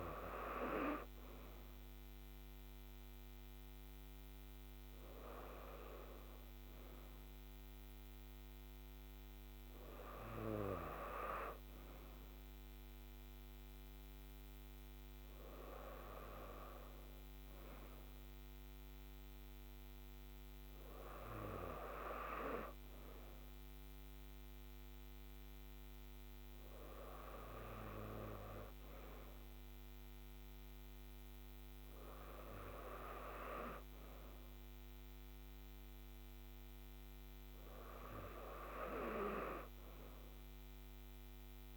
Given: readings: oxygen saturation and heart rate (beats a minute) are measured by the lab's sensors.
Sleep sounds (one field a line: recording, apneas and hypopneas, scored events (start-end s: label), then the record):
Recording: breathing in sleep by a microphone on the trachea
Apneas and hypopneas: none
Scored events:
none scored
From the record:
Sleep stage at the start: N2 (light sleep)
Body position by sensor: on the right side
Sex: female